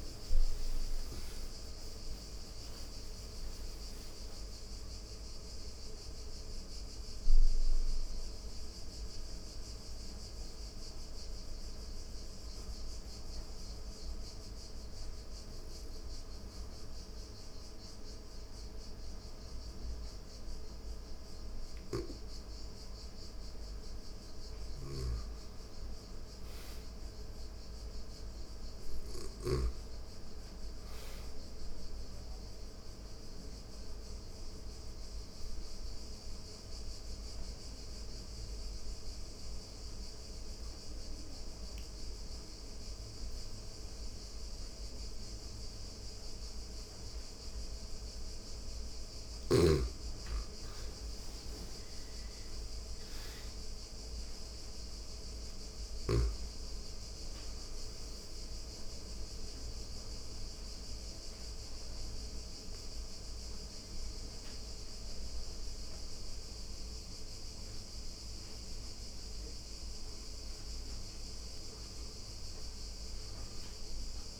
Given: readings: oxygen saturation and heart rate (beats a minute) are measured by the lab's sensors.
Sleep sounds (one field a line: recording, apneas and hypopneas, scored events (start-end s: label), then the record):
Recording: breathing in sleep, hard to hear, by a room microphone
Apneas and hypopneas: 3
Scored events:
0.00-11.50 s: oxygen desaturation (device-marked, oxygen 86% lowest, heart rate 85 extreme)
11.50-23.00 s: obstructive apnea (oxygen 97% before, 88% lowest, heart rate 90 before, 85 extreme, up 2 after)
19.50-74.40 s: new sleep stage, N2 (light sleep)
23.50-28.00 s: arousal
24.00-29.00 s: snoring (device-marked)
28.50-43.50 s: oxygen desaturation (device-marked, oxygen 97% before, 89% lowest, heart rate 86 before, 84 extreme)
32.00-47.00 s: obstructive apnea (oxygen 98% before, 88% lowest, heart rate 86 before, 84 extreme, up 3 after)
49.50-53.00 s: arousal
49.50-67.50 s: oxygen desaturation (device-marked, oxygen 98% before, 88% lowest, heart rate 87 before, 84 extreme)
58.00-69.00 s: obstructive apnea (oxygen 98% before, 87% lowest, heart rate 87 before, 84 extreme, up 3 after)
70.50-74.00 s: arousal
From the record:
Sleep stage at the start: REM sleep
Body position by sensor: on the back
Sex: female